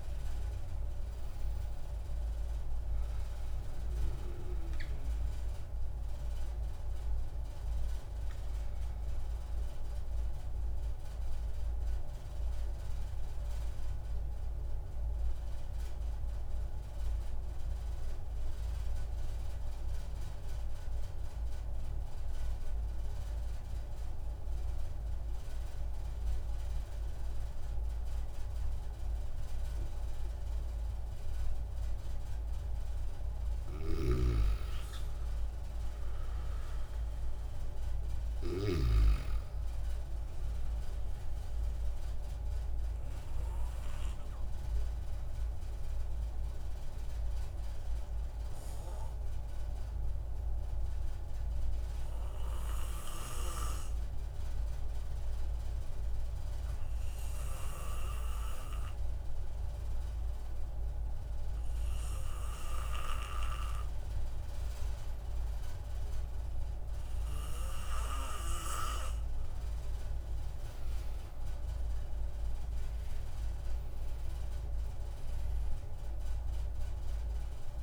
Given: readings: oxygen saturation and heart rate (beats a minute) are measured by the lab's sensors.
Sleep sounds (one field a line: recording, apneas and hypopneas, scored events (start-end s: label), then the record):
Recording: breathing in sleep by a room microphone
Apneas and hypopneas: 2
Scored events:
11.50-32.00 s: obstructive apnea (oxygen 97% before, 94% lowest)
33.50-37.00 s: arousal
33.50-39.00 s: snoring (device-marked)
43.00-67.00 s: obstructive apnea (oxygen 98% before, 93% lowest)
69.50-72.50 s: arousal
From the record:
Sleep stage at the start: N2 (light sleep)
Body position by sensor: on the back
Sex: male